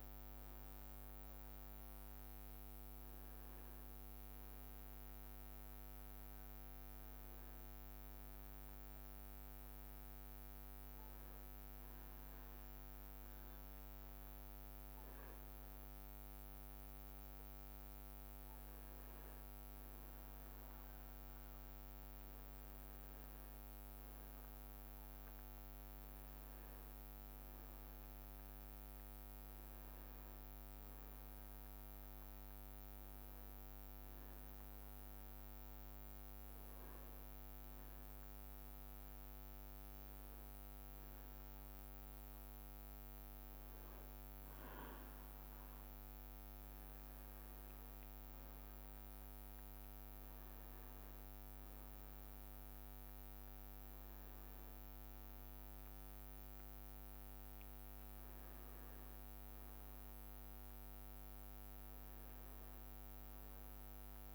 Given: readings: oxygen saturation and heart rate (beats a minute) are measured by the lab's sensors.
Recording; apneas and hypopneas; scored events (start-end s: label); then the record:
breathing in sleep, hard to hear, by a microphone on the trachea; 2
4.00-17.00 s: hypopnea (oxygen 99% before, 96% lowest, heart rate 72 before, 66 extreme, up 3 after)
21.50-25.50 s: arousal
26.50-29.00 s: leg movement (device-marked)
29.00-64.35 s: new sleep stage, N2 (light sleep)
33.50-45.00 s: hypopnea (oxygen 99% before, 94% lowest, heart rate 68 before, 68 extreme, up 2 after)
46.50-52.50 s: leg movement (device-marked)
54.00-58.50 s: arousal
From the record:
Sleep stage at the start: N1 (lightest sleep); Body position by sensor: on the back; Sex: male